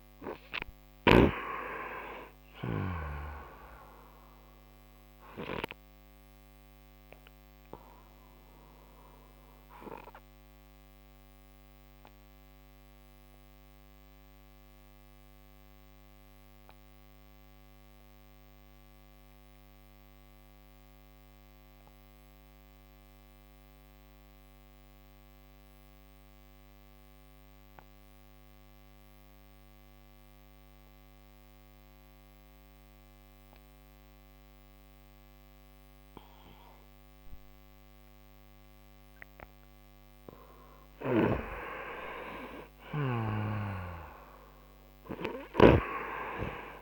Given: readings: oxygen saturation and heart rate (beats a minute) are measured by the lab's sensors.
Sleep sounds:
breathing in sleep by a microphone on the trachea; 1
0.00-1.50 s: snoring (device-marked)
0.00-27.50 s: oxygen desaturation (device-marked, oxygen 88% lowest)
6.50-40.00 s: obstructive apnea (oxygen 97% before, 88% lowest)
40.50-46.82 s: oxygen desaturation (device-marked, oxygen 97% before, 88% lowest)
41.00-46.82 s: snoring (device-marked)
43.00-46.82 s: arousal
From the record:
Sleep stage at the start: N2 (light sleep); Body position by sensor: on the right side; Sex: male

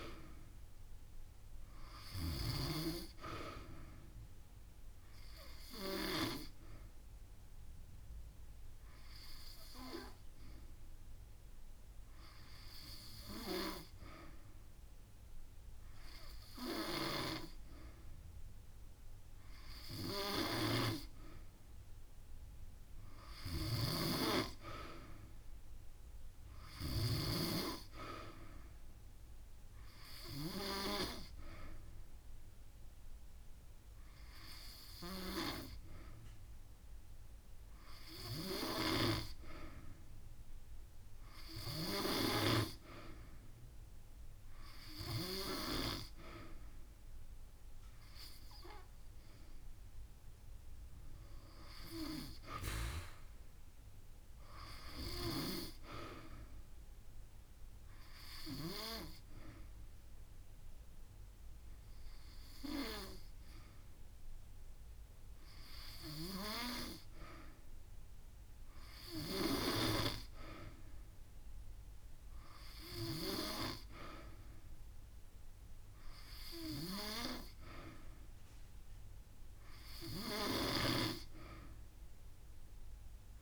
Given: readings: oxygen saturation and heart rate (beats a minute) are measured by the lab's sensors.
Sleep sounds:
breathing in sleep by a room microphone; 2
6.50-8.50 s: long interval between heartbeats (device-marked)
7.00-20.00 s: hypopnea (oxygen 95% before, 92% lowest)
12.50-22.50 s: drop in pulse transit time (device-marked)
23.00-27.00 s: arousal
36.00-38.00 s: long interval between heartbeats (device-marked)
48.00-50.00 s: long interval between heartbeats (device-marked)
57.00-68.00 s: hypopnea (oxygen 95% before, 92% lowest)
71.00-74.50 s: arousal
75.00-77.00 s: long interval between heartbeats (device-marked)
From the record:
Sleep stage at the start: N2 (light sleep); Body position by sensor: on the back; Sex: female

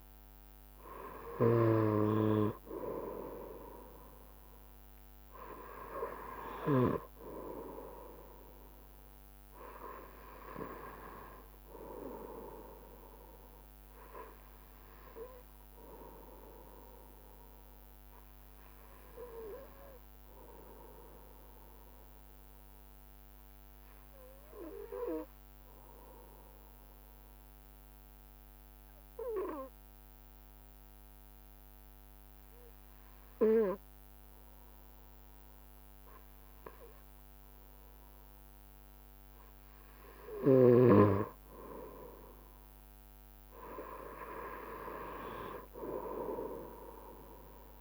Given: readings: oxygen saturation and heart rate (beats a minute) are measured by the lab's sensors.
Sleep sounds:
breathing in sleep by a microphone on the trachea; 1
0.00-2.00 s: snoring (device-marked)
0.00-4.50 s: drop in pulse transit time (device-marked, heart rate 71 extreme)
16.00-19.50 s: arousal
21.50-39.00 s: hypopnea (oxygen 96% before, 94% lowest, heart rate 71 before, 67 extreme, up 4 after)
40.00-42.50 s: arousal
From the record:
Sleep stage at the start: N2 (light sleep); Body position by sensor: on the right side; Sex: male

